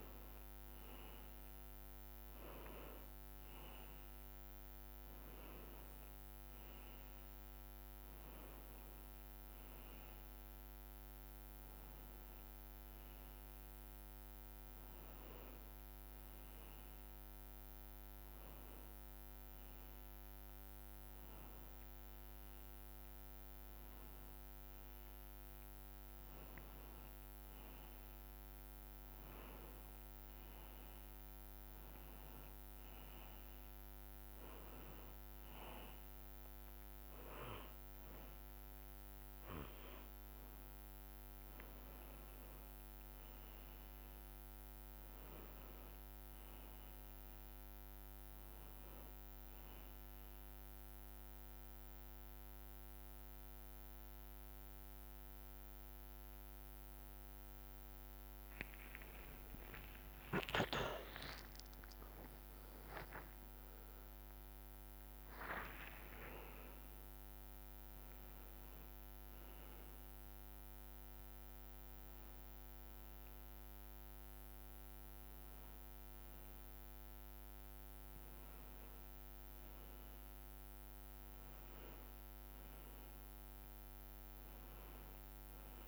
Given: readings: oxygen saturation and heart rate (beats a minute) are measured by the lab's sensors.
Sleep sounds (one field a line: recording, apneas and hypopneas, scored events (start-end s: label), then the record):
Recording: breathing in sleep, hard to hear, by a microphone on the trachea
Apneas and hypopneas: none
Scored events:
0.00-2.50 s: bradycardia (device-marked, heart rate 59 extreme)
25.50-31.50 s: bradycardia (device-marked, heart rate 77 before, 59 extreme)
33.50-39.50 s: bradycardia (device-marked, heart rate 77 before, 59 extreme)
43.00-45.00 s: long interval between heartbeats (device-marked, heart rate 60 before, 61 extreme)
49.50-57.50 s: bradycardia (device-marked, heart rate 77 before, 58 extreme)
58.50-62.50 s: arousal
62.00-64.00 s: long interval between heartbeats (device-marked, heart rate 61 before, 71 extreme)
75.50-85.88 s: new sleep stage, N2 (light sleep)
From the record:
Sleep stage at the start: N1 (lightest sleep)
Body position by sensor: on the back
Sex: male